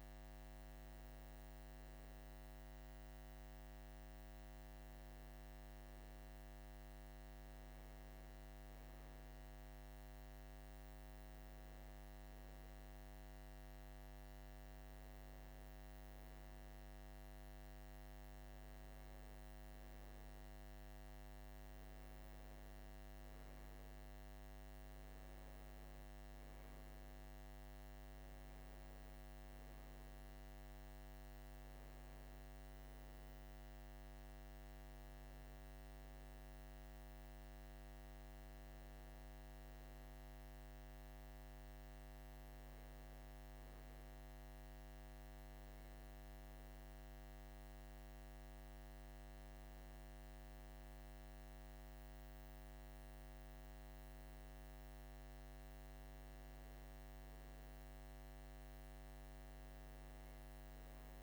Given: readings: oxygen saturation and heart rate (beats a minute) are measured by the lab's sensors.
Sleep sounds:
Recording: breathing in sleep, hard to hear, by a microphone on the trachea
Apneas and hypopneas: none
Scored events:
none scored
From the record:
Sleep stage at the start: N2 (light sleep)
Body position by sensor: on the right side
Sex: male

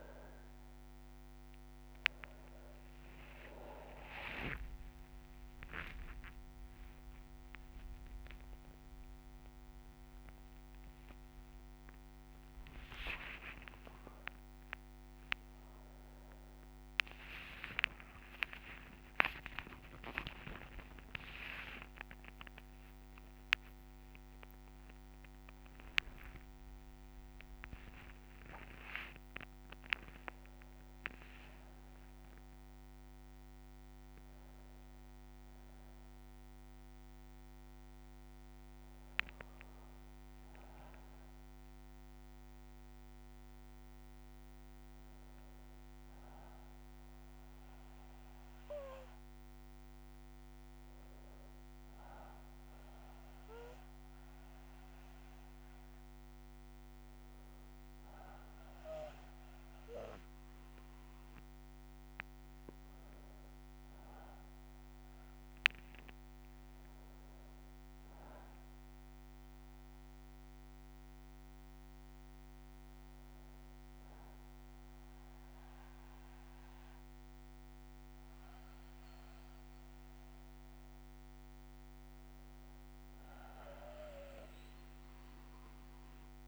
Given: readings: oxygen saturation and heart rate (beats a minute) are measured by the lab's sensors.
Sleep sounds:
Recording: a person awake in a sleep study, by a microphone on the trachea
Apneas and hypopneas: none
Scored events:
2.00-4.00 s: long interval between heartbeats (device-marked, heart rate 58 before, 69 extreme)
4.00-7.00 s: tachycardia (device-marked, heart rate 61 before, 100 extreme)
5.50-7.50 s: long interval between heartbeats (device-marked, heart rate 62 before, 100 extreme)
7.50-9.50 s: long interval between heartbeats (device-marked, heart rate 66 before, 114 extreme)
11.00-13.00 s: long interval between heartbeats (device-marked, heart rate 77 before, 96 extreme)
12.00-24.00 s: tachycardia (device-marked, heart rate 62 before, 176 extreme)
13.50-15.50 s: long interval between heartbeats (device-marked, heart rate 81 before, 95 extreme)
16.00-18.00 s: long interval between heartbeats (device-marked, heart rate 87 before, 108 extreme)
17.00-26.00 s: oxygen desaturation (device-marked, oxygen 96% before, 93% lowest, heart rate 90 before, 60 extreme)
19.00-21.00 s: long interval between heartbeats (device-marked, heart rate 98 before, 155 extreme)
22.00-24.00 s: long interval between heartbeats (device-marked, heart rate 113 before, 167 extreme)
27.50-29.50 s: long interval between heartbeats (device-marked, heart rate 127 before, 70 extreme)
40.00-42.00 s: long interval between heartbeats (device-marked, heart rate 99 before, 72 extreme)
50.00-86.48 s: new sleep stage, N1 (lightest sleep)
73.00-86.00 s: bradycardia (device-marked, heart rate 63 before, 58 extreme)
From the record:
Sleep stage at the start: awake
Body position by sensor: on the back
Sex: male

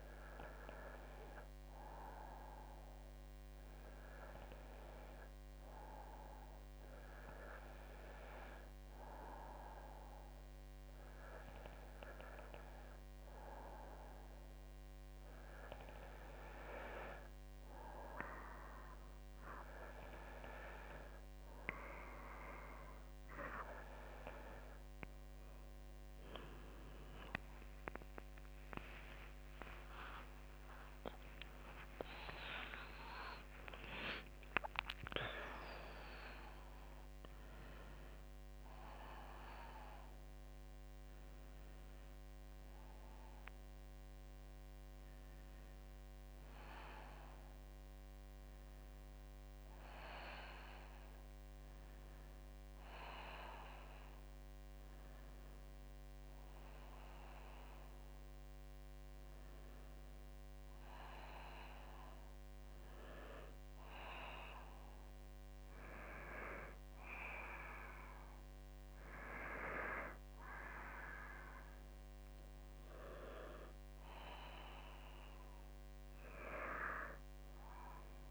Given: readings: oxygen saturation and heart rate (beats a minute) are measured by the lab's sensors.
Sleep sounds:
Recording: breathing in sleep by a microphone on the trachea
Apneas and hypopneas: none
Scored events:
27.50-29.50 s: long interval between heartbeats (device-marked, heart rate 58 before, 69 extreme)
28.50-33.00 s: arousal
29.00-36.00 s: tachycardia (device-marked, heart rate 66 before, 137 extreme)
31.00-33.00 s: long interval between heartbeats (device-marked, heart rate 61 before, 99 extreme)
33.50-35.50 s: long interval between heartbeats (device-marked, heart rate 66 before, 125 extreme)
From the record:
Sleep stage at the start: N2 (light sleep)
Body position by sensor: on the back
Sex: female

